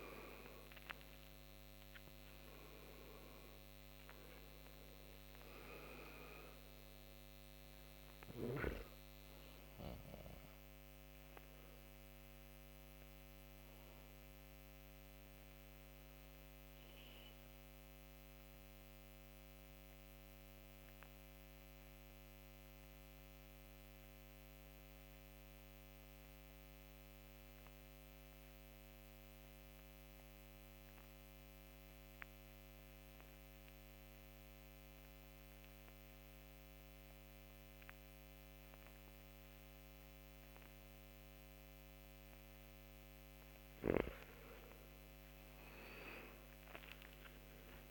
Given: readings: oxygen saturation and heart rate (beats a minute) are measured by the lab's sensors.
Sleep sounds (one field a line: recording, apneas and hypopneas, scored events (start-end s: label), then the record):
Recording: breathing in sleep by a microphone on the trachea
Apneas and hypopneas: 1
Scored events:
0.00-24.00 s: oxygen desaturation (device-marked, oxygen 78% lowest)
15.00-42.00 s: mixed apnea (oxygen 97% before, 78% lowest)
46.00-47.91 s: arousal
From the record:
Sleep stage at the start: REM sleep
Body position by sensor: on the back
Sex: male